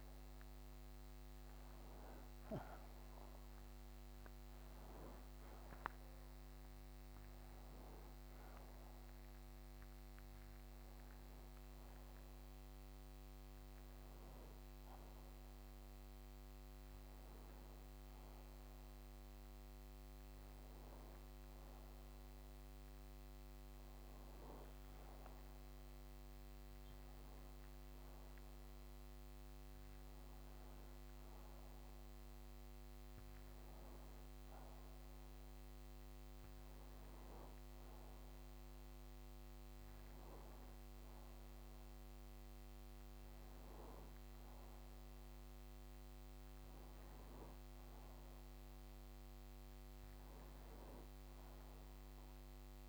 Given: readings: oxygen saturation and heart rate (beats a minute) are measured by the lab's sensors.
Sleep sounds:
breathing in sleep, hard to hear, by a microphone on the trachea; none
none scored
From the record:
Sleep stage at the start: N1 (lightest sleep); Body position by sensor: on the right side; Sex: male

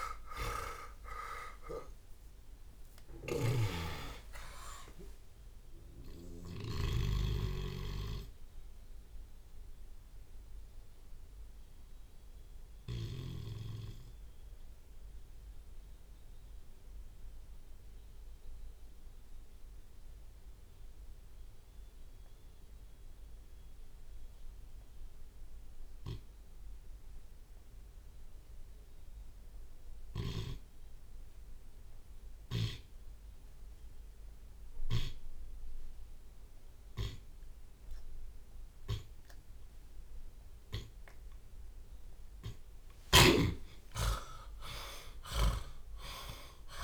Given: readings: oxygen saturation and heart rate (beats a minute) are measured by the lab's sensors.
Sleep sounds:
breathing in sleep by a room microphone; 1
0.00-3.00 s: arousal
0.00-6.50 s: snoring (device-marked)
0.00-8.00 s: tachycardia (device-marked, heart rate 167 extreme)
0.00-13.00 s: drop in pulse transit time (device-marked, heart rate 67 extreme)
1.00-3.00 s: long interval between heartbeats (device-marked, heart rate 53 before, 128 extreme)
5.00-7.00 s: long interval between heartbeats (device-marked, heart rate 76 before, 157 extreme)
9.50-38.00 s: mixed apnea (oxygen 98% before, 74% lowest)
17.50-19.50 s: long interval between heartbeats (device-marked, heart rate 110 before, 61 extreme)
23.00-36.00 s: oxygen desaturation (device-marked, oxygen 96% before, 75% lowest)
26.50-28.50 s: long interval between heartbeats (device-marked, heart rate 73 before, 42 extreme)
41.50-45.50 s: arousal
43.00-46.84 s: snoring (device-marked)
From the record:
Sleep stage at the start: N2 (light sleep); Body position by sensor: on the back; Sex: male

